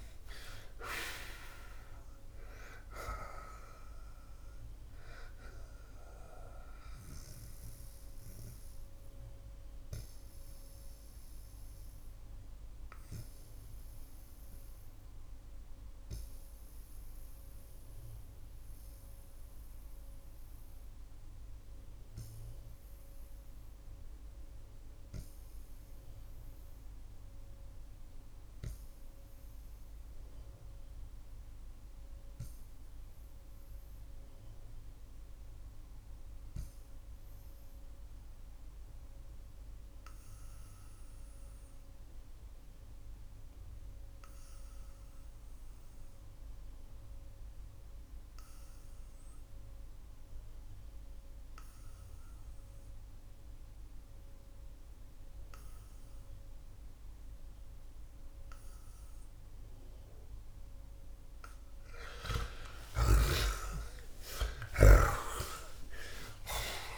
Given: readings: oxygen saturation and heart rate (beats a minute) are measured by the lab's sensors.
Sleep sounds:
breathing in sleep by a room microphone; 1
4.50-33.50 s: oxygen desaturation (device-marked, oxygen 91% before, 70% lowest)
9.00-61.50 s: mixed apnea (oxygen 92% before, 69% lowest)
60.50-61.50 s: oxygen desaturation (device-marked, oxygen 94% before, 88% lowest)
62.50-66.98 s: snoring (device-marked)
64.00-66.98 s: arousal
From the record:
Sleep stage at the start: REM sleep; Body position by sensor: on the back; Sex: male

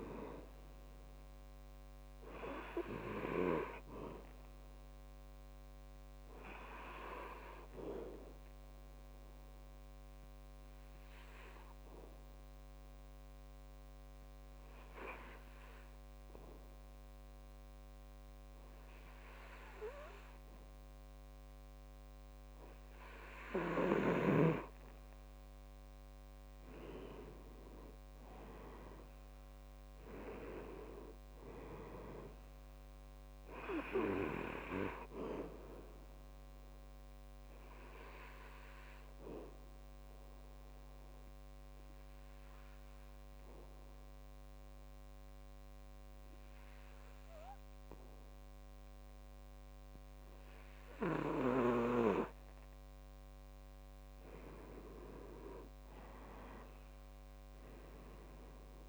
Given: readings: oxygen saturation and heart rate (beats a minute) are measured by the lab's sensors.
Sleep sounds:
breathing in sleep by a microphone on the trachea; 2
1.50-18.50 s: oxygen desaturation (device-marked, oxygen 98% before, 92% lowest, heart rate 69 before, 66 extreme)
8.50-23.50 s: obstructive apnea (oxygen 98% before, 91% lowest, heart rate 69 before, 66 extreme, up 5 after)
26.50-29.50 s: arousal
29.50-53.50 s: oxygen desaturation (device-marked, oxygen 98% before, 92% lowest, heart rate 67 before, 63 extreme)
38.00-52.50 s: obstructive apnea (oxygen 98% before, 91% lowest, heart rate 68 before, 63 extreme, up 3 after)
55.50-58.89 s: arousal
From the record:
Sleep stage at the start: N2 (light sleep); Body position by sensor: on the back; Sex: male

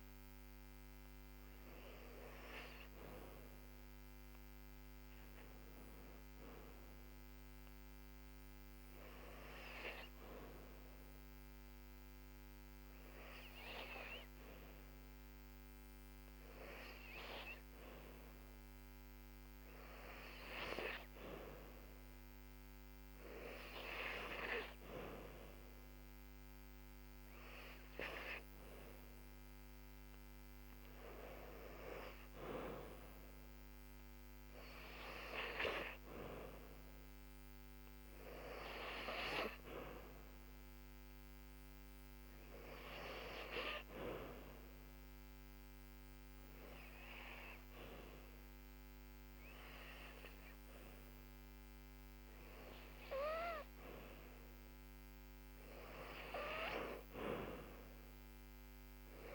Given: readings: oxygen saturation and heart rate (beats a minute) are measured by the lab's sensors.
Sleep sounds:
breathing in sleep by a microphone on the trachea; 2
7.50-20.00 s: obstructive apnea (oxygen 98% before, 94% lowest, heart rate 68 before, 68 extreme, up 5 after)
24.00-27.50 s: arousal
44.00-55.00 s: obstructive apnea (oxygen 97% before, 94% lowest, heart rate 72 before, 69 extreme, up 8 after)
57.50-59.35 s: arousal
From the record:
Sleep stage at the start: N2 (light sleep); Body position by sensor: on the back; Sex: female

